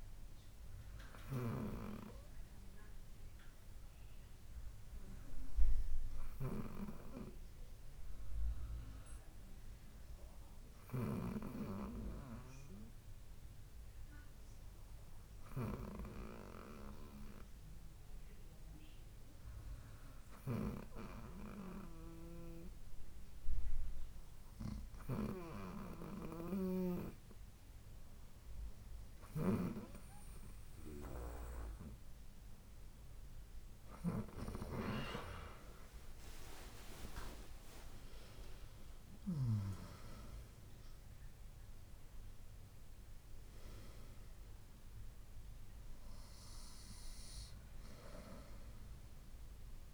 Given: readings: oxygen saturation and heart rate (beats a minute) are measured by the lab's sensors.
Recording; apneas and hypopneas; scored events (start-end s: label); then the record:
breathing in sleep by a room microphone; 1
3.50-7.00 s: arousal
8.00-29.00 s: obstructive apnea (oxygen 99% before, 96% lowest, heart rate 70 before, 68 extreme, up 4 after)
31.50-36.00 s: arousal
From the record:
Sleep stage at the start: N2 (light sleep); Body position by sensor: on the right side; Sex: female